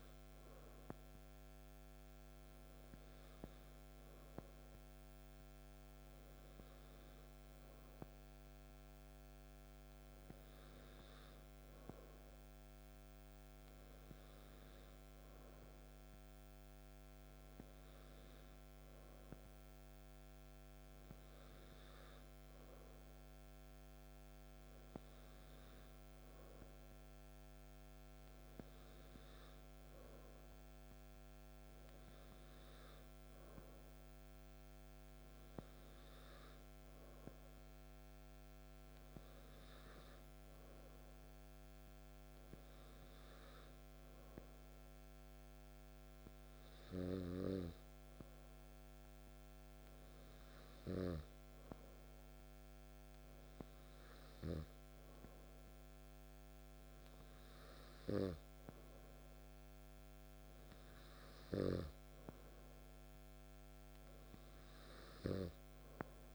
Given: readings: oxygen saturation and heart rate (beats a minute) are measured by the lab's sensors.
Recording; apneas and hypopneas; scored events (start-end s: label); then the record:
breathing in sleep by a microphone on the trachea; none
none scored
From the record:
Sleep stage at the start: N2 (light sleep); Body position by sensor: on the back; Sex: male